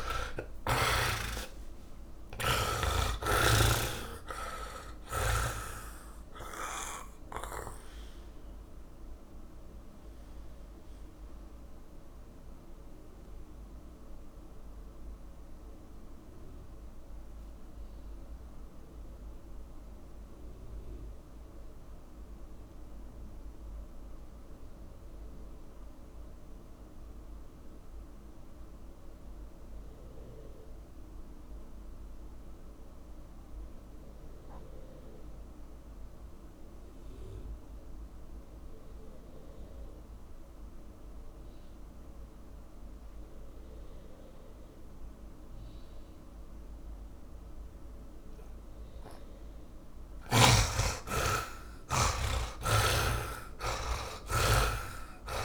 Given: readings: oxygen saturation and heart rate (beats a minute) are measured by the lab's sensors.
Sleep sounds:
breathing in sleep by a room microphone; 1
0.00-1.50 s: arousal
0.00-3.00 s: snoring (device-marked)
0.00-25.50 s: oxygen desaturation (device-marked, oxygen 74% lowest)
10.00-50.00 s: mixed apnea (oxygen 100% before, 73% lowest)
38.50-55.45 s: oxygen desaturation (device-marked, oxygen 100% before, 73% lowest)
51.50-55.45 s: arousal
53.00-55.45 s: snoring (device-marked)
From the record:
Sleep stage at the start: N2 (light sleep); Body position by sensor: on the back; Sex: male

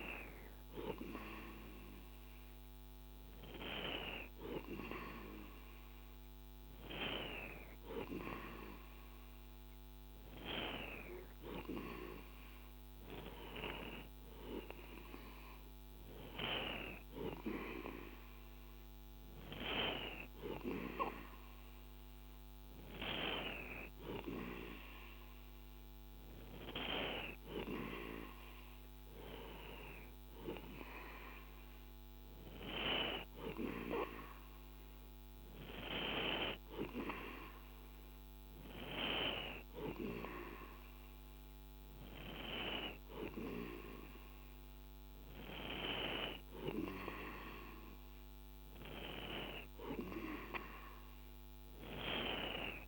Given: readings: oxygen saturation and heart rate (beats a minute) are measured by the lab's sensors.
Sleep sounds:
breathing in sleep by a microphone on the trachea; none
none scored
From the record:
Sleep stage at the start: N2 (light sleep); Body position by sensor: on the right side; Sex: male

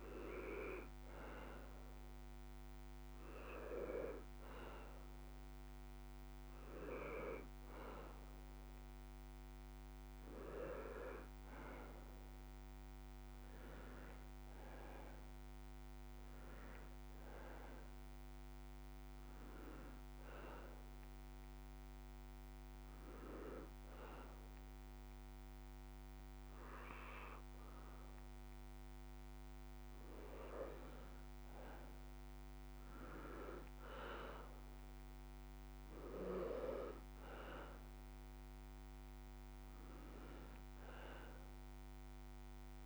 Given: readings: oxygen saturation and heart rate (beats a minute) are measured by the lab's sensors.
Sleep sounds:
breathing in sleep by a microphone on the trachea; 1
2.50-14.50 s: oxygen desaturation (device-marked, oxygen 95% before, 88% lowest, heart rate 149 before, 59 extreme)
15.50-18.50 s: arousal
16.50-28.50 s: oxygen desaturation (device-marked, oxygen 91% before, 88% lowest, heart rate 107 before, 69 extreme)
20.00-30.50 s: hypopnea (oxygen 95% before, 84% lowest, heart rate 104 before, 69 extreme, up 0 after)
33.00-37.00 s: arousal
39.50-42.85 s: oxygen desaturation (device-marked, oxygen 93% before, 87% lowest)
From the record:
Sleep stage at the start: N2 (light sleep); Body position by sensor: on the left side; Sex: male

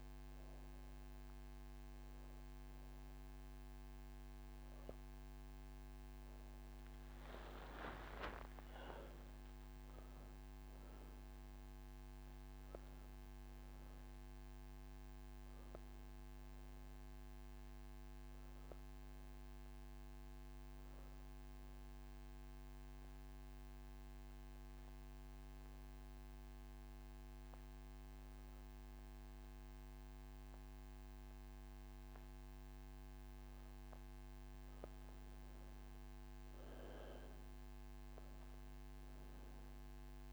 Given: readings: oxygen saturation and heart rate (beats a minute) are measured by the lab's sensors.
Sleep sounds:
breathing in sleep by a microphone on the trachea; none
30.00-40.33 s: new sleep stage, N1 (lightest sleep)
From the record:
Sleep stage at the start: N3 (deep sleep); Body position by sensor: on the back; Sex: female

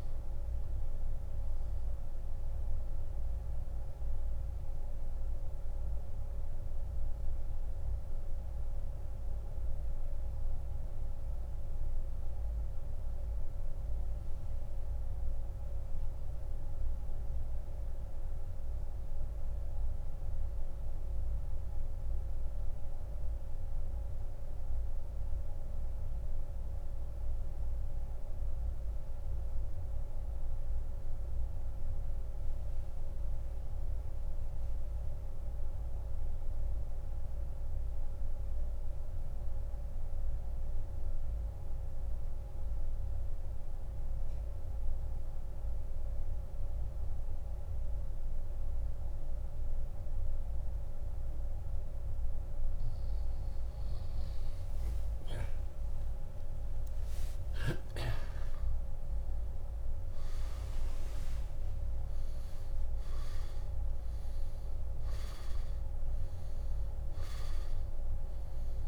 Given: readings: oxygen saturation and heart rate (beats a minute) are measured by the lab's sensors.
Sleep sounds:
breathing in sleep, hard to hear, by a room microphone; 1
0.00-4.50 s: oxygen desaturation (device-marked, oxygen 92% lowest, heart rate 36 extreme)
9.50-52.00 s: mixed apnea (oxygen 97% before, 86% lowest, heart rate 67 before, 28 extreme, up 22 after)
20.50-43.50 s: oxygen desaturation (device-marked, oxygen 92% before, 86% lowest, heart rate 62 before, 28 extreme)
55.50-60.00 s: arousal
59.50-68.88 s: oxygen desaturation (device-marked, oxygen 98% before, 94% lowest)
From the record:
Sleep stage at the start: N2 (light sleep); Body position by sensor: on the back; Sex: male

